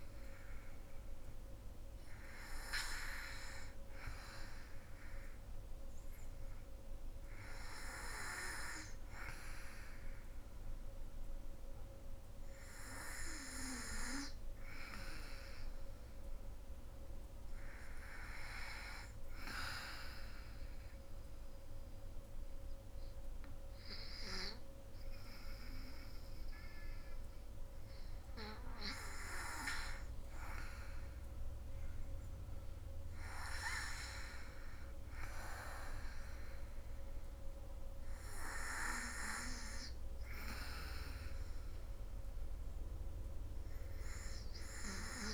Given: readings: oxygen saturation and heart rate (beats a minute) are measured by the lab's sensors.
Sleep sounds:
breathing in sleep by a room microphone; 1
0.00-2.50 s: arousal
0.00-8.50 s: oxygen desaturation (device-marked, oxygen 94% lowest, heart rate 66 extreme)
19.00-30.00 s: obstructive apnea (oxygen 97% before, 90% lowest, heart rate 68 before, 64 extreme, up 3 after)
31.50-34.00 s: arousal
39.50-45.34 s: oxygen desaturation (device-marked, oxygen 95% before, 91% lowest, heart rate 67 before, 61 extreme)
From the record:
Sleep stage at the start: N2 (light sleep); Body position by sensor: on the back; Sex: female

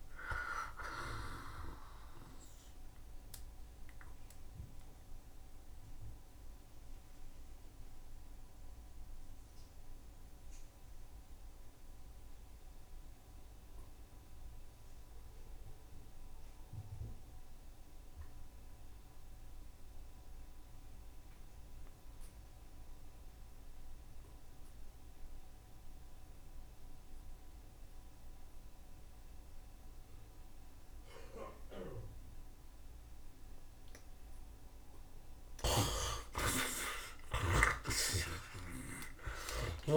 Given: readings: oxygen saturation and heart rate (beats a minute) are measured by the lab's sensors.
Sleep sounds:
breathing in sleep by a room microphone; 1
0.00-16.00 s: oxygen desaturation (device-marked, oxygen 52% lowest, heart rate 71 extreme)
4.50-35.00 s: mixed apnea (oxygen 61% before, 50% lowest, heart rate 78 before, 71 extreme, up 6 after)
22.00-39.97 s: oxygen desaturation (device-marked, oxygen 85% before, 50% lowest, heart rate 76 before, 73 extreme)
36.00-39.97 s: snoring (device-marked)
36.50-39.97 s: arousal
From the record:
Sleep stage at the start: N2 (light sleep); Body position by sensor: on the right side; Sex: male

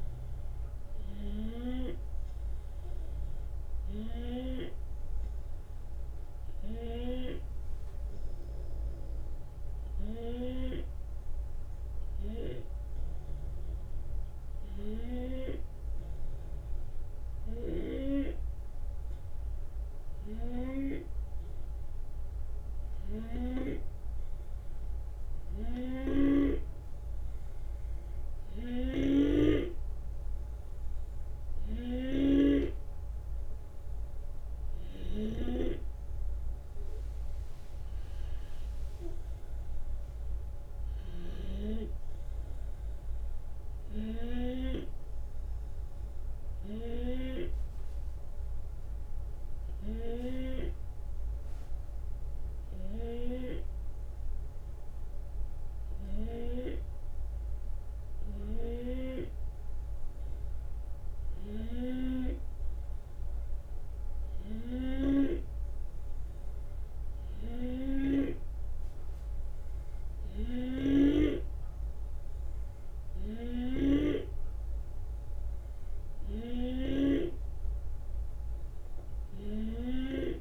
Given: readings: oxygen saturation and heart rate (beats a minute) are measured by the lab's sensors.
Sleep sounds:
breathing in sleep by a room microphone; 2
2.00-16.50 s: hypopnea (oxygen 91% before, 90% lowest)
18.50-22.50 s: arousal
28.50-41.50 s: snoring (device-marked)
37.50-40.00 s: arousal
42.50-54.50 s: hypopnea (oxygen 94% before, 90% lowest)
56.00-59.50 s: arousal
70.50-80.41 s: snoring (device-marked)
From the record:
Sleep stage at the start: N2 (light sleep); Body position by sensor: on the left side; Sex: male

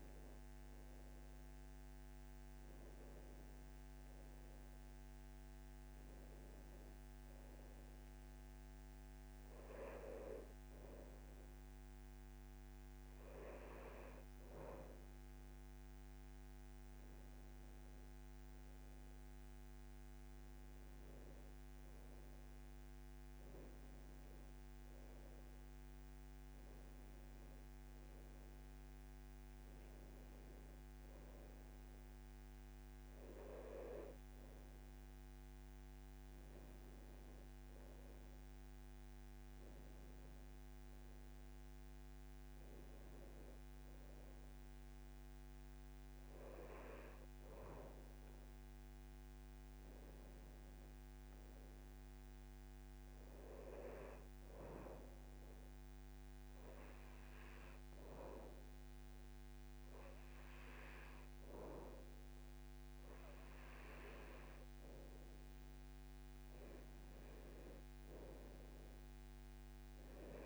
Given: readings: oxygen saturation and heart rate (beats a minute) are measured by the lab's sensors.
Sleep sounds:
breathing in sleep by a microphone on the trachea; 1
38.50-70.46 s: new sleep stage, N2 (light sleep)
53.00-63.50 s: hypopnea (oxygen 98% before, 92% lowest, heart rate 77 before, 69 extreme, up 6 after)
66.00-69.50 s: arousal
From the record:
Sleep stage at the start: N1 (lightest sleep); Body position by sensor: on the back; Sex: male

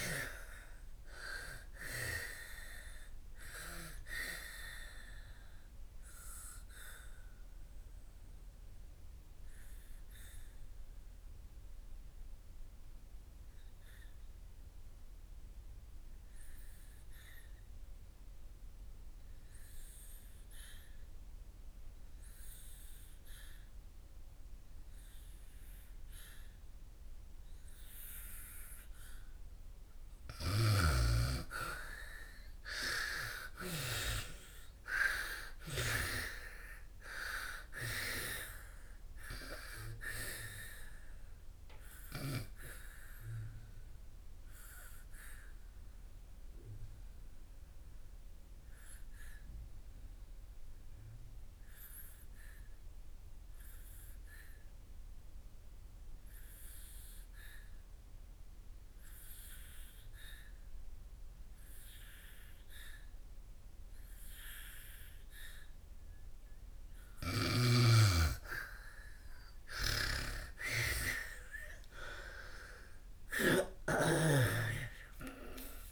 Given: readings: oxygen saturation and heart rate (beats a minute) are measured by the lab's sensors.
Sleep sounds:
breathing in sleep by a room microphone; 2
0.00-24.00 s: oxygen desaturation (device-marked, oxygen 82% lowest, heart rate 57 extreme)
6.50-30.00 s: obstructive apnea (oxygen 98% before, 82% lowest, heart rate 73 before, 57 extreme, up 56 after)
26.00-57.00 s: oxygen desaturation (device-marked, oxygen 99% before, 82% lowest, heart rate 63 before, 59 extreme)
32.00-35.00 s: arousal
43.00-67.00 s: obstructive apnea (oxygen 99% before, 82% lowest, heart rate 87 before, 58 extreme, up 35 after)
62.00-75.91 s: oxygen desaturation (device-marked, oxygen 98% before, 82% lowest, heart rate 65 before, 52 extreme)
71.50-75.91 s: arousal
From the record:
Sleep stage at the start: N2 (light sleep); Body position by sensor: on the back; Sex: female

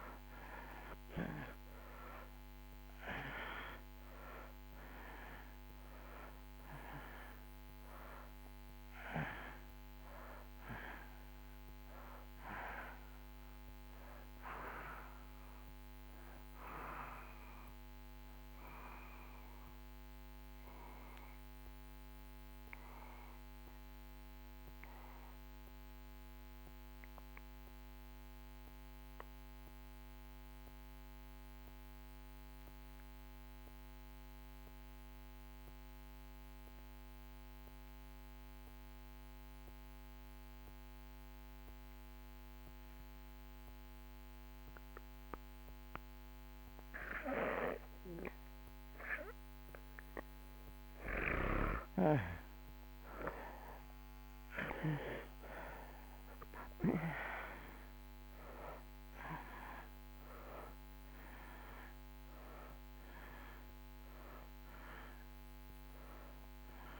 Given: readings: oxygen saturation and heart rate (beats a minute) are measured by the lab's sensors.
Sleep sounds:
breathing in sleep by a microphone on the trachea; 1
0.00-5.00 s: oxygen desaturation (device-marked, oxygen 67% lowest)
7.00-28.00 s: oxygen desaturation (device-marked, oxygen 71% before, 64% lowest)
19.00-50.50 s: obstructive apnea (oxygen 71% before, 65% lowest)
43.00-67.00 s: oxygen desaturation (device-marked, oxygen 98% before, 68% lowest)
52.00-56.00 s: arousal
From the record:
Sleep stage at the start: N2 (light sleep); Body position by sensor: on the back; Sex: male

